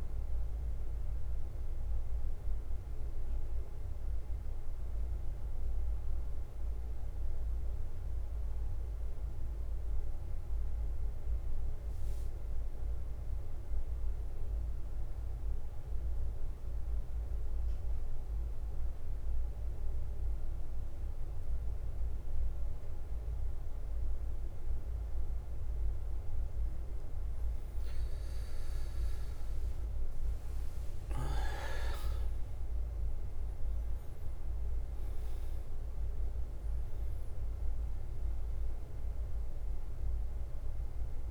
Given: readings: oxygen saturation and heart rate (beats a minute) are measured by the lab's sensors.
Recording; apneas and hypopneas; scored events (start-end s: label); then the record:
breathing in sleep, hard to hear, by a room microphone; 1
0.00-12.00 s: oxygen desaturation (device-marked, oxygen 94% lowest, heart rate 48 extreme)
0.00-41.31 s: bradycardia (device-marked, heart rate 42 extreme)
2.50-5.50 s: arousal
7.00-25.50 s: mixed apnea (oxygen 97% before, 94% lowest, heart rate 49 before, 48 extreme, up 3 after)
27.00-32.00 s: arousal
30.00-41.31 s: oxygen desaturation (device-marked, oxygen 99% before, 94% lowest, heart rate 49 before, 46 extreme)
36.00-41.31 s: new sleep stage, N1 (lightest sleep)
From the record:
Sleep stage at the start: N2 (light sleep); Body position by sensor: on the back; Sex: male